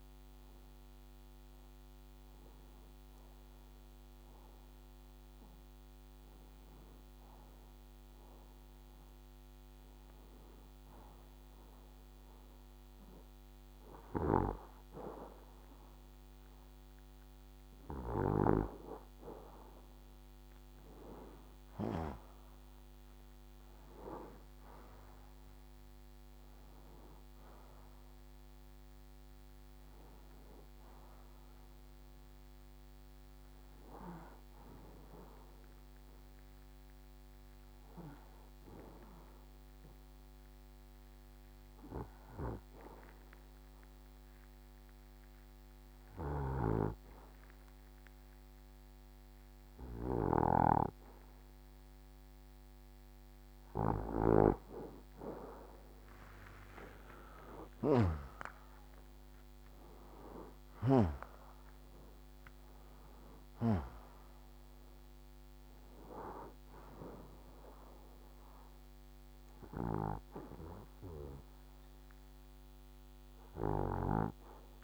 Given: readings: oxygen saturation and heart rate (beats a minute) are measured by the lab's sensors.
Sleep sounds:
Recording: breathing in sleep by a microphone on the trachea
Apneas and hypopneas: 1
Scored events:
0.00-9.50 s: oxygen desaturation (device-marked, oxygen 91% lowest, heart rate 60 extreme)
20.50-26.00 s: arousal
30.50-39.50 s: oxygen desaturation (device-marked, oxygen 96% before, 92% lowest, heart rate 73 before, 60 extreme)
40.00-53.50 s: hypopnea (oxygen 97% before, 87% lowest, heart rate 74 before, 60 extreme, up 31 after)
56.50-62.50 s: arousal
56.50-64.50 s: oxygen desaturation (device-marked, oxygen 95% before, 91% lowest, heart rate 62 before, 60 extreme)
From the record:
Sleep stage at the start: N2 (light sleep)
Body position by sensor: on the right side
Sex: male

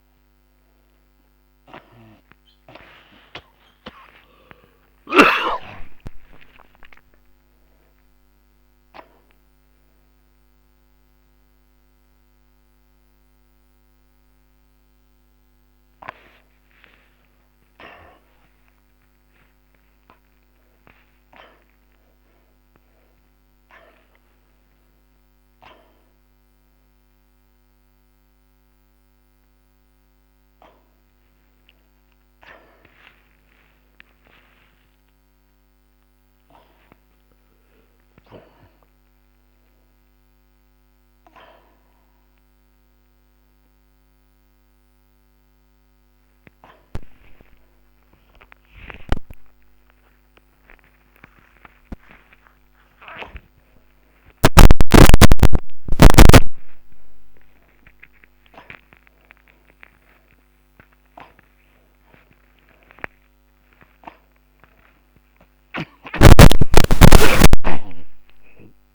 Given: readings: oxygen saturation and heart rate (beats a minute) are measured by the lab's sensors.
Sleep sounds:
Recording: a person awake in a sleep study, by a microphone on the trachea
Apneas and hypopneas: none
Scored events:
13.00-28.00 s: oxygen desaturation (device-marked, oxygen 94% before, 89% lowest, heart rate 81 before, 29 extreme)
46.00-58.00 s: oxygen desaturation (device-marked, oxygen 94% before, 91% lowest)
52.00-56.50 s: snoring (device-marked)
60.00-67.00 s: oxygen desaturation (device-marked, oxygen 95% before, 91% lowest)
From the record:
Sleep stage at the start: awake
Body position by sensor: upright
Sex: male

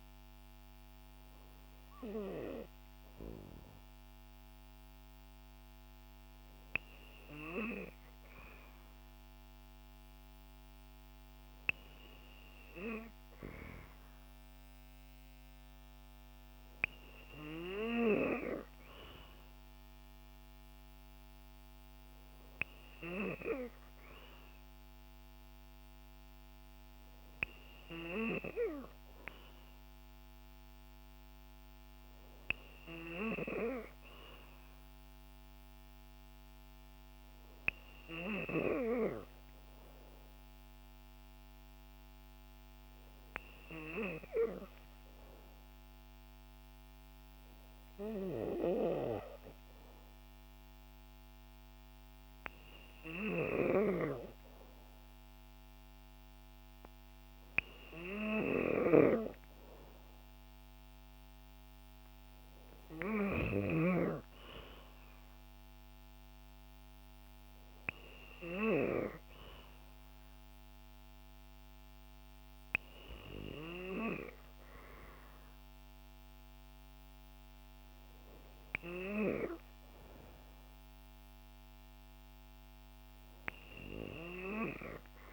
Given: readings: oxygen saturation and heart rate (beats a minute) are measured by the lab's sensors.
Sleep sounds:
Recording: breathing in sleep by a microphone on the trachea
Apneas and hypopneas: none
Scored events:
1.00-12.00 s: oxygen desaturation (device-marked, oxygen 93% before, 90% lowest, heart rate 60 before, 56 extreme)
58.50-64.00 s: snoring (device-marked)
From the record:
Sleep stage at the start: N3 (deep sleep)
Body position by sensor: on the back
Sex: female

